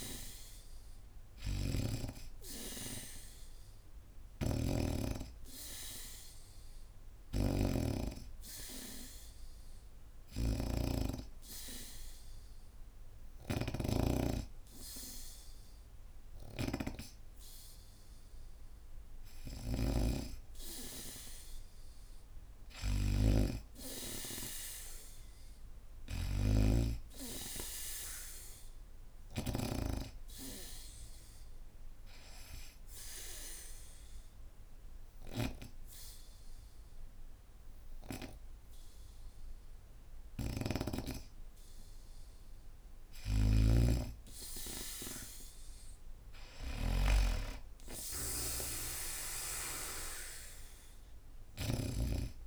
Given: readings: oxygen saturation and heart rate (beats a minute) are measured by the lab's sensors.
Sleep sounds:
breathing in sleep by a room microphone; 1
0.00-1.50 s: oxygen desaturation (device-marked, oxygen 91% lowest, heart rate 72 extreme)
0.00-29.50 s: snoring (device-marked)
32.00-43.50 s: obstructive apnea (oxygen 94% before, 85% lowest, heart rate 74 before, 71 extreme, up 0 after)
40.00-51.50 s: snoring (device-marked)
45.00-48.50 s: arousal
50.50-52.47 s: oxygen desaturation (device-marked, oxygen 95% before, 88% lowest, heart rate 75 before, 70 extreme)
From the record:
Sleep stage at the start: N2 (light sleep); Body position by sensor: on the back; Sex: female

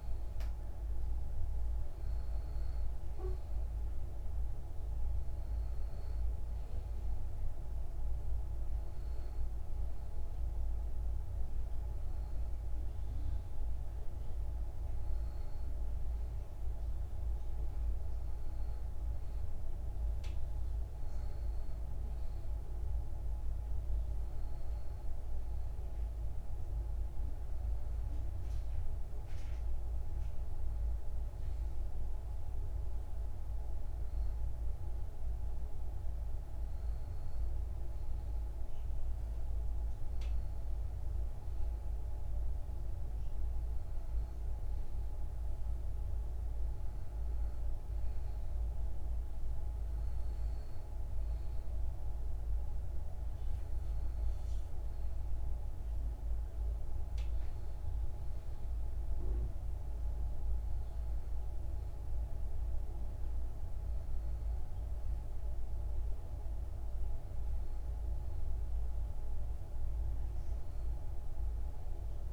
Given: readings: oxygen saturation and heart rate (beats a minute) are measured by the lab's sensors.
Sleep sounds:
breathing in sleep, hard to hear, by a room microphone; none
none scored
From the record:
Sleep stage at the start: N2 (light sleep); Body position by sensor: on the back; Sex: male

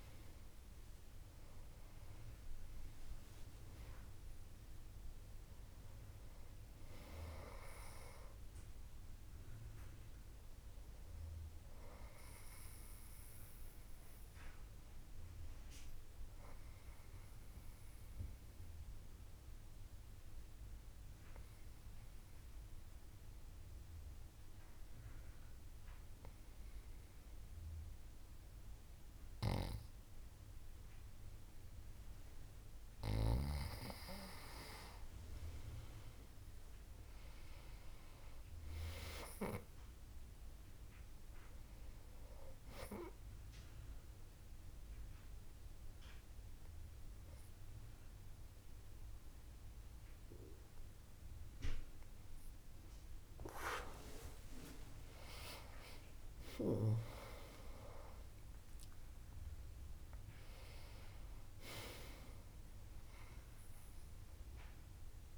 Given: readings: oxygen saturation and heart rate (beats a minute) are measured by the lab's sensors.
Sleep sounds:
breathing in sleep by a room microphone; 2
15.00-32.00 s: obstructive apnea (oxygen 98% before, 93% lowest, heart rate 77 before, 65 extreme, up 7 after)
35.00-38.50 s: arousal
44.00-54.00 s: obstructive apnea (oxygen 98% before, 93% lowest, heart rate 68 before, 63 extreme, up 33 after)
55.00-60.00 s: arousal
From the record:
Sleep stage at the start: N2 (light sleep); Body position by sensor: on the back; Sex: female

